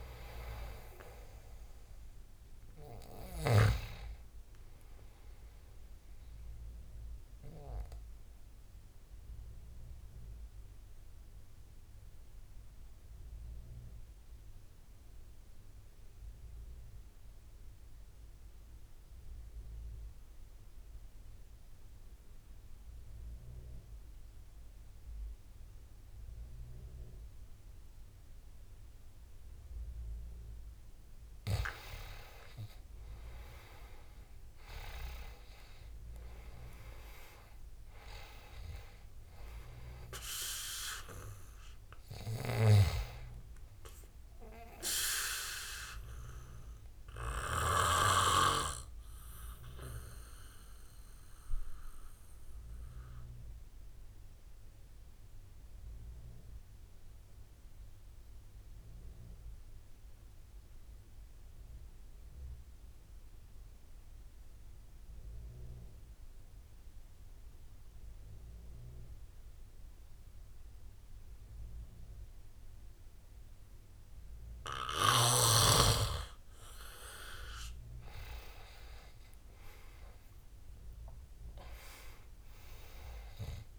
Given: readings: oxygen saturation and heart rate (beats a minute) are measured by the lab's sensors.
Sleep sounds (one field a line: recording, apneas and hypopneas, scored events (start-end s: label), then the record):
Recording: breathing in sleep by a room microphone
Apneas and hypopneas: 2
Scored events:
0.00-25.50 s: oxygen desaturation (device-marked, oxygen 85% lowest, heart rate 65 extreme)
7.50-31.00 s: obstructive apnea (oxygen 97% before, 84% lowest, heart rate 75 before, 65 extreme, up 10 after)
33.50-36.50 s: arousal
38.50-44.50 s: oxygen desaturation (device-marked, oxygen 98% before, 91% lowest, heart rate 76 before, 65 extreme)
49.00-75.00 s: obstructive apnea (oxygen 98% before, 84% lowest, heart rate 79 before, 65 extreme, up 14 after)
52.50-63.50 s: oxygen desaturation (device-marked, oxygen 92% before, 84% lowest, heart rate 79 before, 68 extreme)
78.00-81.00 s: arousal
From the record:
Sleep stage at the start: N2 (light sleep)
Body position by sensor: on the back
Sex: male